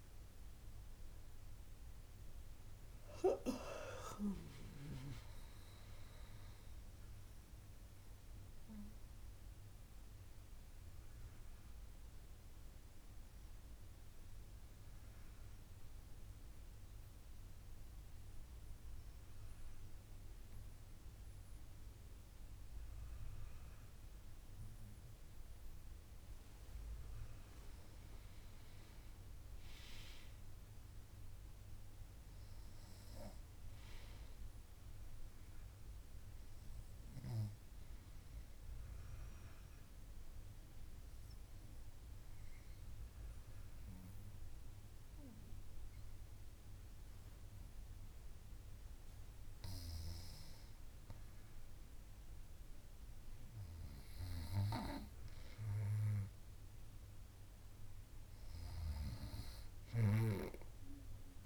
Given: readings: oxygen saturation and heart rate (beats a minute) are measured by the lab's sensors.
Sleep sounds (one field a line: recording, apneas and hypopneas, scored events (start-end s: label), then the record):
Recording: breathing in sleep by a room microphone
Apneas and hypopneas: 2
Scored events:
7.00-26.50 s: mixed apnea (oxygen 98% before, 93% lowest, heart rate 81 before, 67 extreme, up 3 after)
29.00-32.50 s: arousal
33.50-51.50 s: oxygen desaturation (device-marked, oxygen 99% before, 94% lowest, heart rate 70 before, 67 extreme)
39.50-50.50 s: obstructive apnea (oxygen 99% before, 93% lowest, heart rate 71 before, 69 extreme, up 4 after)
52.50-56.50 s: arousal
From the record:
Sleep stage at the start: N2 (light sleep)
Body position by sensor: on the back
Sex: female